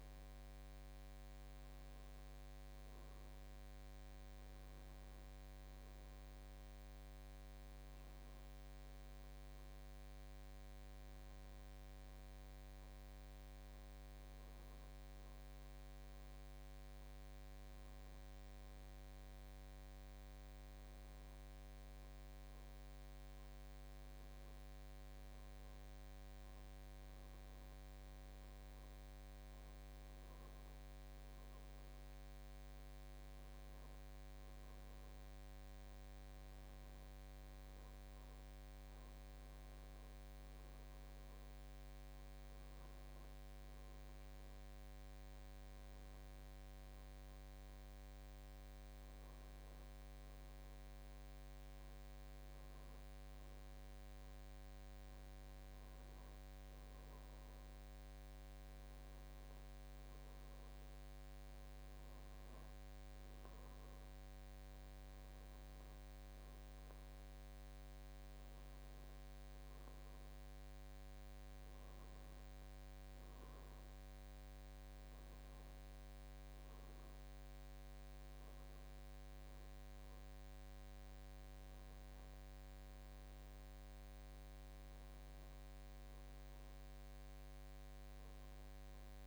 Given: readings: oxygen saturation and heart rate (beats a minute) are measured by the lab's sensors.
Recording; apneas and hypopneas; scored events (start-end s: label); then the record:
breathing in sleep, hard to hear, by a microphone on the trachea; none
0.00-16.00 s: oxygen desaturation (device-marked, oxygen 93% lowest, heart rate 55 extreme)
21.00-24.50 s: arousal
From the record:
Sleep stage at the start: N2 (light sleep); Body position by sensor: on the back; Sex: male